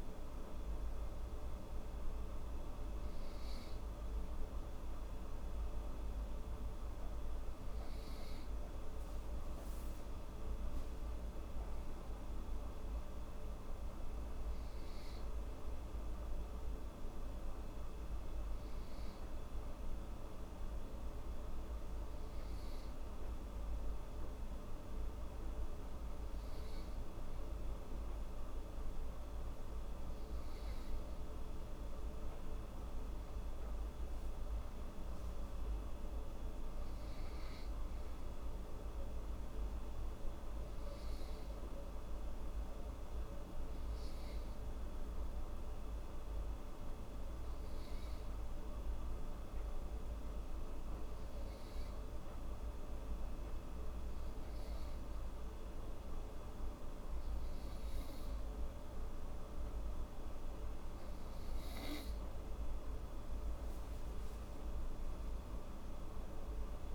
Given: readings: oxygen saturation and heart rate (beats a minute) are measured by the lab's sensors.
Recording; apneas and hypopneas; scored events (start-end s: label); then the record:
breathing in sleep, hard to hear, by a room microphone; 2
10.50-14.50 s: arousal
19.00-31.50 s: hypopnea (oxygen 96% before, 91% lowest, heart rate 78 before, 76 extreme, up 7 after)
34.00-37.50 s: arousal
42.00-60.50 s: hypopnea (oxygen 95% before, 91% lowest, heart rate 79 before, 74 extreme, up 5 after)
61.00-66.95 s: oxygen desaturation (device-marked, oxygen 95% before, 91% lowest, heart rate 79 before, 74 extreme)
From the record:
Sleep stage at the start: N2 (light sleep); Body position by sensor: on the right side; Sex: female